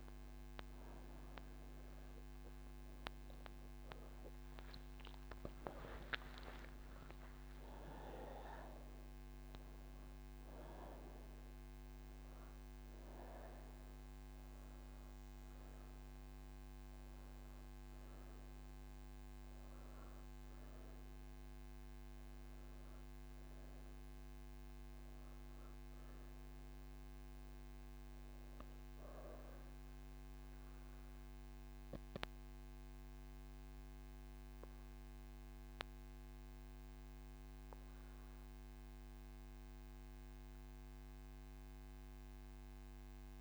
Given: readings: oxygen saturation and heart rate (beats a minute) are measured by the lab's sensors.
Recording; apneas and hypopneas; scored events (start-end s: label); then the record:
breathing in sleep by a microphone on the trachea; none
0.00-42.00 s: oxygen desaturation (device-marked, oxygen 89% lowest)
4.00-43.41 s: new sleep stage, N1 (lightest sleep)
From the record:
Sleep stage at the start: N2 (light sleep); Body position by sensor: on the right side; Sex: female